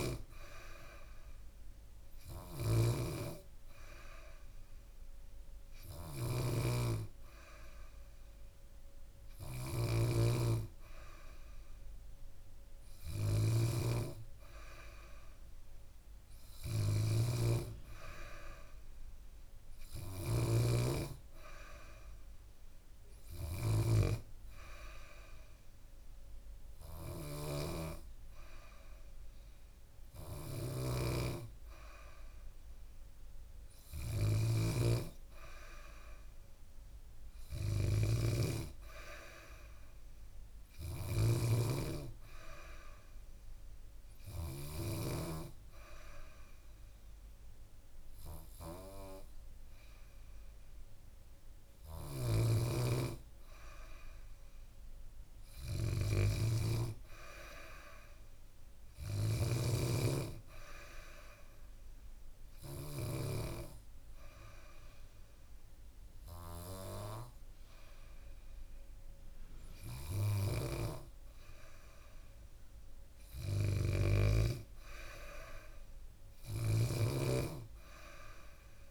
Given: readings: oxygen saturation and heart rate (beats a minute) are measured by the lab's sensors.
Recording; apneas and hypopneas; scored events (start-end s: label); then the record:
breathing in sleep by a room microphone; 2
0.00-23.50 s: snoring (device-marked)
17.50-21.00 s: arousal
24.50-35.00 s: obstructive apnea (oxygen 96% before, 93% lowest, heart rate 70 before, 70 extreme, up 1 after)
30.00-44.50 s: snoring (device-marked)
37.50-41.00 s: arousal
51.50-63.00 s: snoring (device-marked)
61.50-72.00 s: obstructive apnea (oxygen 95% before, 92% lowest, heart rate 72 before, 69 extreme, up 0 after)
73.00-78.91 s: snoring (device-marked)
75.00-78.91 s: arousal
From the record:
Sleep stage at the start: N2 (light sleep); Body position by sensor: on the back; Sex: female